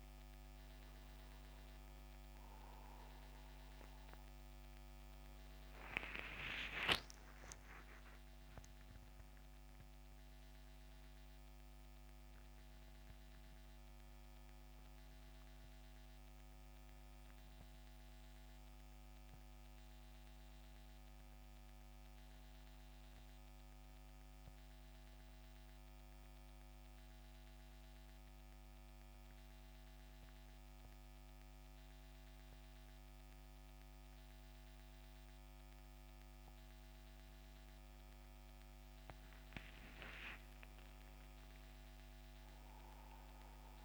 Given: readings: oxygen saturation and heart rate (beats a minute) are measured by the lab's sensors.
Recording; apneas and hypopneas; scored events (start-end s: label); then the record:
breathing in sleep by a microphone on the trachea; none
0.00-17.00 s: oxygen desaturation (device-marked, oxygen 89% lowest, heart rate 72 extreme)
20.50-24.50 s: arousal
41.00-43.85 s: arousal
From the record:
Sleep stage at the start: N1 (lightest sleep); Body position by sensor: on the back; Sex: male